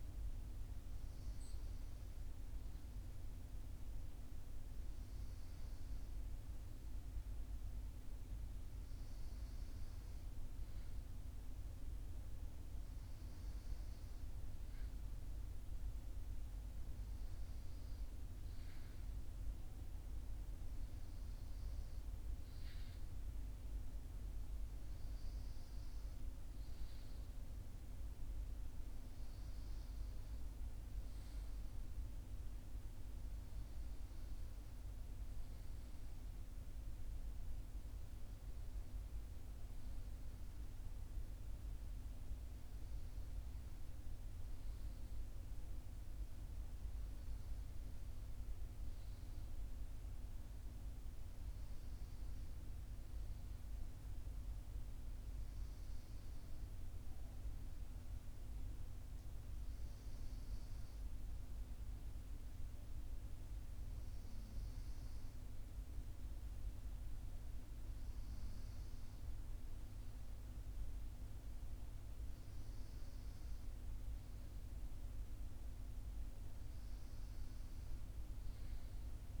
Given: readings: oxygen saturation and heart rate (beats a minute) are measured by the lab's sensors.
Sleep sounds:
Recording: breathing in sleep, hard to hear, by a room microphone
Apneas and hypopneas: none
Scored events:
none scored
From the record:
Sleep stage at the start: N1 (lightest sleep)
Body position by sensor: on the right side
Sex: male

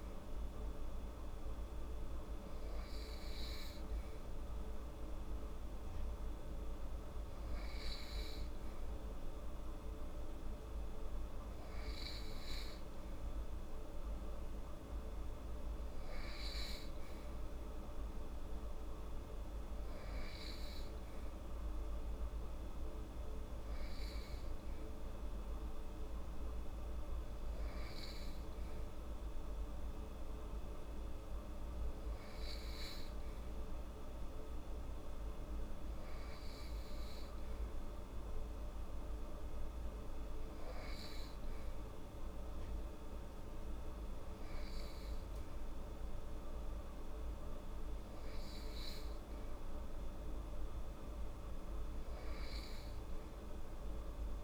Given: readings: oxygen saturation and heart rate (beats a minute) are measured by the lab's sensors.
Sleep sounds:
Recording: breathing in sleep, hard to hear, by a room microphone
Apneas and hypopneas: none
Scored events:
none scored
From the record:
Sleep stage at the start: N2 (light sleep)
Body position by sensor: on the right side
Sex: female

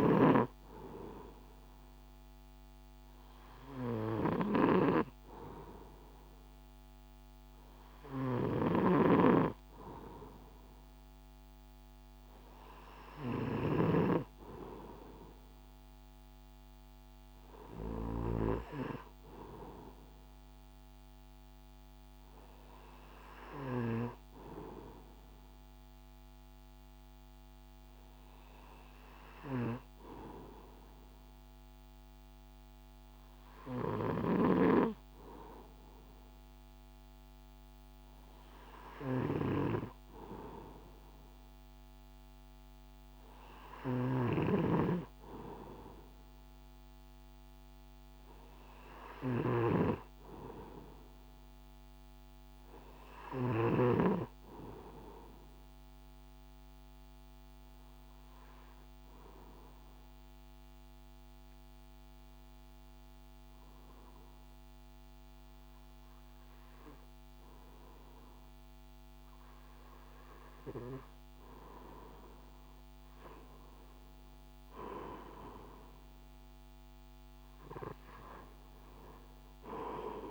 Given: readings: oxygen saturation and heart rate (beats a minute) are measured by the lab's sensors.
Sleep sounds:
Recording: breathing in sleep by a microphone on the trachea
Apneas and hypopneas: 1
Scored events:
0.00-24.00 s: snoring (device-marked)
34.00-53.50 s: snoring (device-marked)
58.00-72.50 s: hypopnea (oxygen 95% before, 92% lowest, heart rate 65 before, 59 extreme, up 7 after)
77.00-80.31 s: arousal
From the record:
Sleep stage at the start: REM sleep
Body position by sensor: on the right side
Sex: male

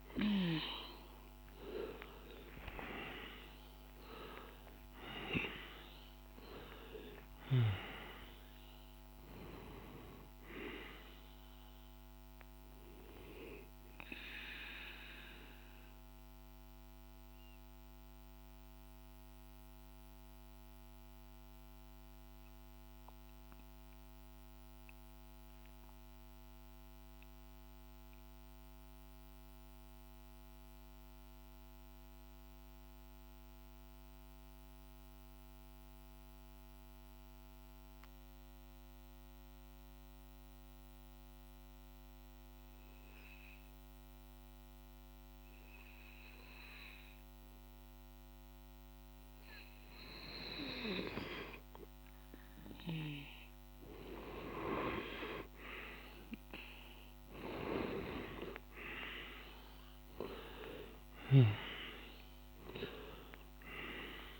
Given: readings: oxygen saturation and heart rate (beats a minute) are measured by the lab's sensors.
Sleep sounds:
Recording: breathing in sleep by a microphone on the trachea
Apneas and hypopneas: 1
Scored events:
0.00-27.00 s: oxygen desaturation (device-marked, oxygen 90% lowest, heart rate 47 extreme)
0.50-6.00 s: arousal
14.50-47.50 s: mixed apnea (oxygen 97% before, 89% lowest, heart rate 55 before, 47 extreme, up 2 after)
40.00-64.40 s: oxygen desaturation (device-marked, oxygen 99% before, 89% lowest, heart rate 49 before, 47 extreme)
58.00-62.50 s: arousal
From the record:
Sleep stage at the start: N2 (light sleep)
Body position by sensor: on the back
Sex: male

